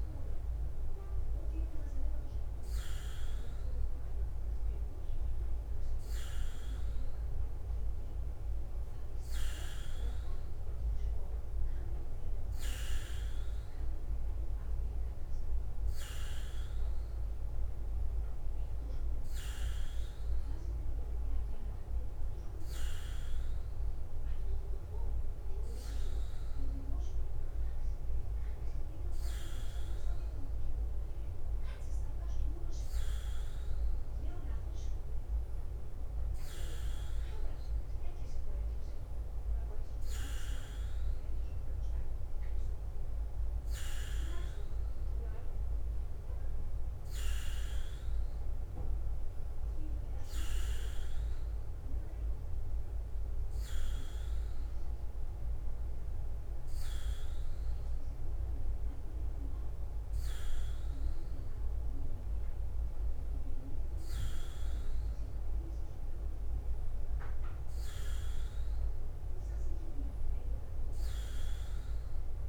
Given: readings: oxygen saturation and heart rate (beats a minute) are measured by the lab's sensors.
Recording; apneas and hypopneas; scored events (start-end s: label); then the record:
breathing in sleep by a room microphone; none
0.00-72.49 s: bradycardia (device-marked, heart rate 44 extreme)
From the record:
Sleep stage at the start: N3 (deep sleep); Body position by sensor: on the back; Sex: male